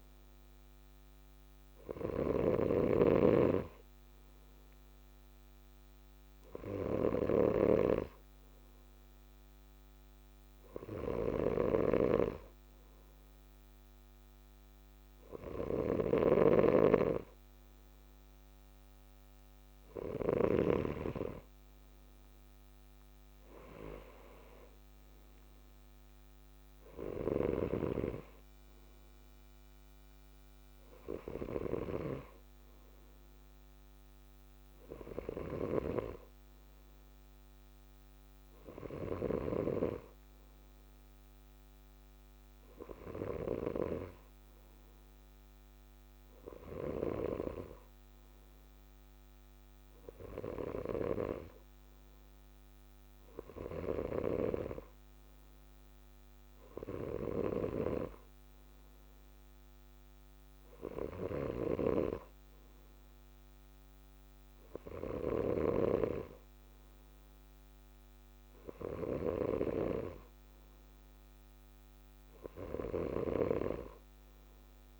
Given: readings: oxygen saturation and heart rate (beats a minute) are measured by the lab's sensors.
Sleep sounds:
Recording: breathing in sleep by a microphone on the trachea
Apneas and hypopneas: none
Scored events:
0.00-20.50 s: snoring (device-marked)
27.00-39.50 s: snoring (device-marked)
53.50-75.00 s: snoring (device-marked)
From the record:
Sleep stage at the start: N2 (light sleep)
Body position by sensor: on the left side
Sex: male

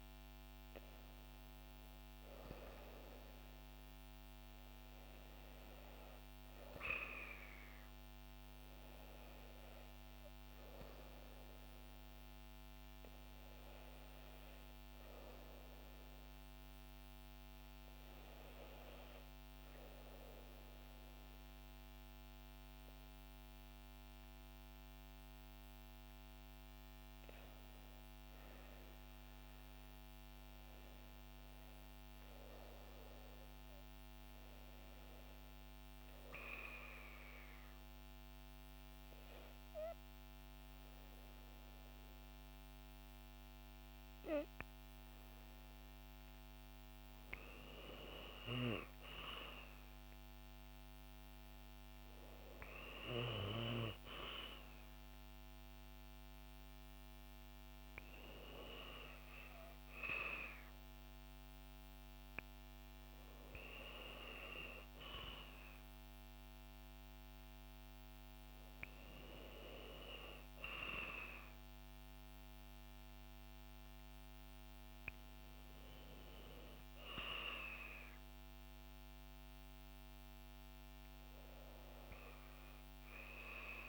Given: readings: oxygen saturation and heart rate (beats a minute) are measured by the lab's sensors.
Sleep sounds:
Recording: breathing in sleep by a microphone on the trachea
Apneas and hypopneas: 1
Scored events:
1.00-20.00 s: oxygen desaturation (device-marked, oxygen 95% before, 90% lowest, heart rate 61 before, 64 extreme)
23.00-83.00 s: new sleep stage, REM sleep
27.00-31.00 s: arousal
37.00-47.50 s: hypopnea (oxygen 93% before, 89% lowest, heart rate 67 before, 64 extreme, up 4 after)
53.50-57.50 s: arousal
54.00-69.00 s: oxygen desaturation (device-marked, oxygen 92% before, 89% lowest, heart rate 70 before, 62 extreme)
83.00-83.89 s: new sleep stage, N2 (light sleep)
From the record:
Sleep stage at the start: N2 (light sleep)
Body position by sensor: on the back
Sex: female

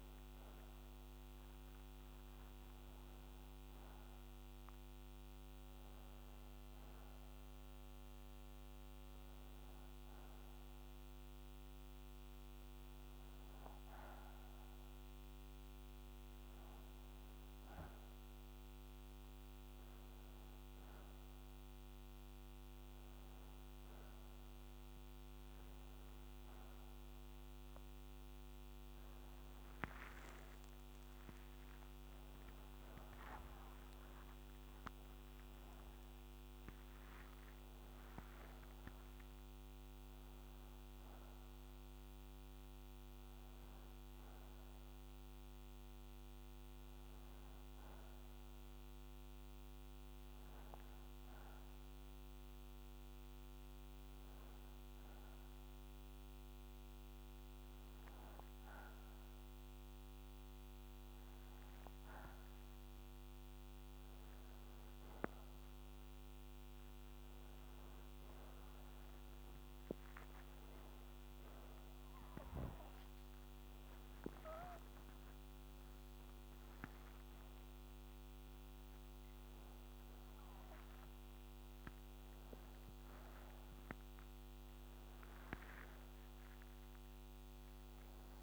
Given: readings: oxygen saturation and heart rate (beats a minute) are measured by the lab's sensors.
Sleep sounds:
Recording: breathing in sleep, hard to hear, by a microphone on the trachea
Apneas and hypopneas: none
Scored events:
18.50-26.50 s: oxygen desaturation (device-marked, oxygen 94% before, 91% lowest, heart rate 62 before, 61 extreme)
32.00-36.00 s: arousal
67.50-88.43 s: new sleep stage, awake
From the record:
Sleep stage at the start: N2 (light sleep)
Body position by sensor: upright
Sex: male

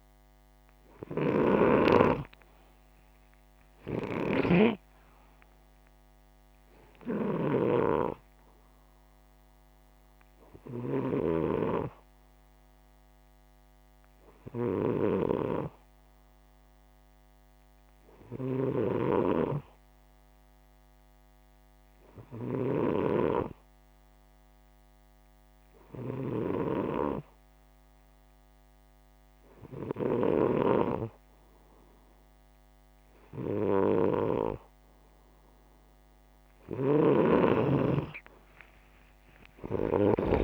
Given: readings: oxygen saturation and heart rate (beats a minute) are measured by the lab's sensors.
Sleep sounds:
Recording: breathing in sleep by a microphone on the trachea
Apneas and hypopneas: none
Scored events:
0.50-11.00 s: snoring (device-marked)
18.00-30.00 s: snoring (device-marked)
36.00-40.00 s: snoring (device-marked)
37.00-40.44 s: oxygen desaturation (device-marked, oxygen 96% before, 92% lowest, heart rate 64 before, 63 extreme)
38.50-40.44 s: arousal
From the record:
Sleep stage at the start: N2 (light sleep)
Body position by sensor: upright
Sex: male

